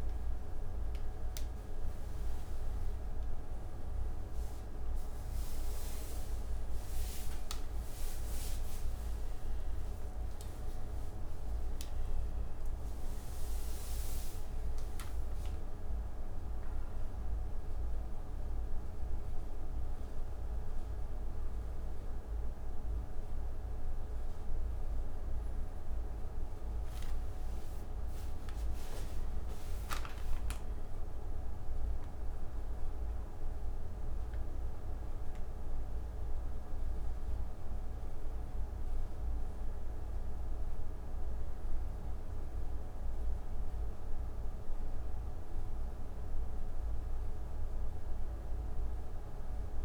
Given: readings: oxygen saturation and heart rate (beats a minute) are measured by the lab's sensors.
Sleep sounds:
a person awake in a sleep study, hard to hear, by a room microphone; none
31.50-49.85 s: new sleep stage, N1 (lightest sleep)
From the record:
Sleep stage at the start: awake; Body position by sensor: on the back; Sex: male

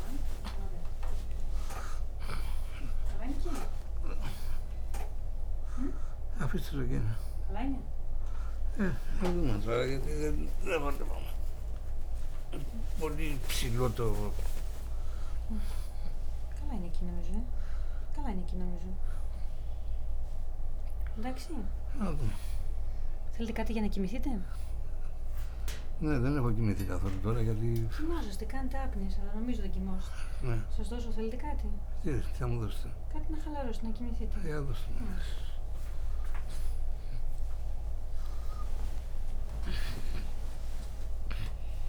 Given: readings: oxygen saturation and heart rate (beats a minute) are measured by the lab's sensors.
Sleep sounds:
a person awake in a sleep study, by a room microphone; none
6.50-13.50 s: snoring (device-marked)
34.00-41.89 s: oxygen desaturation (device-marked, oxygen 92% before, 88% lowest, heart rate 82 before, 71 extreme)
From the record:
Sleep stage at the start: awake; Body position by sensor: on the right side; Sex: male

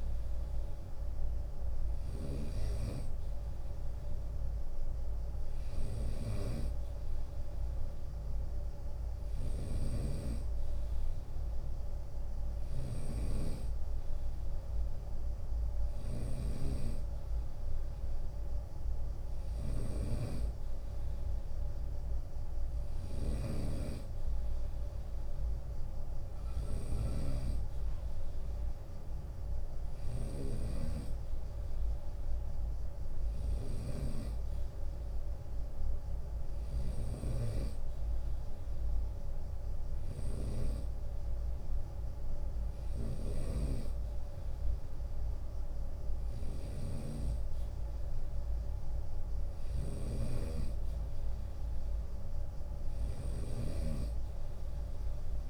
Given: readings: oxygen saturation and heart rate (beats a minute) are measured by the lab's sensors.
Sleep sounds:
breathing in sleep by a room microphone; none
1.00-55.49 s: snoring (device-marked)
33.50-42.50 s: drop in pulse transit time (device-marked, heart rate 76 before, 76 extreme)
45.50-47.50 s: long interval between heartbeats (device-marked, heart rate 77 before, 69 extreme)
From the record:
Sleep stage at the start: N2 (light sleep); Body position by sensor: on the right side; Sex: male

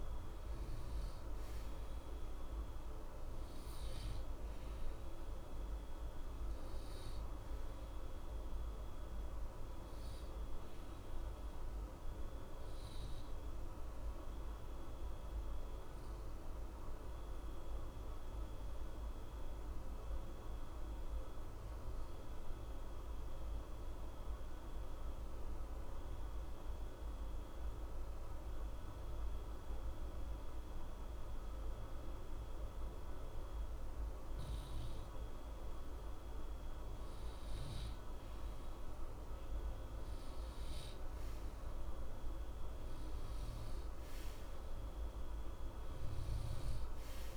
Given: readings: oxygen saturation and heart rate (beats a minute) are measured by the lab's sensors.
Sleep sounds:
breathing in sleep, hard to hear, by a room microphone; 1
0.00-17.50 s: oxygen desaturation (device-marked, oxygen 90% lowest, heart rate 61 extreme)
14.00-35.00 s: obstructive apnea (oxygen 94% before, 90% lowest, heart rate 62 before, 61 extreme, up 2 after)
37.50-41.00 s: arousal
From the record:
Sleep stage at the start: N2 (light sleep); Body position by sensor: on the right side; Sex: male

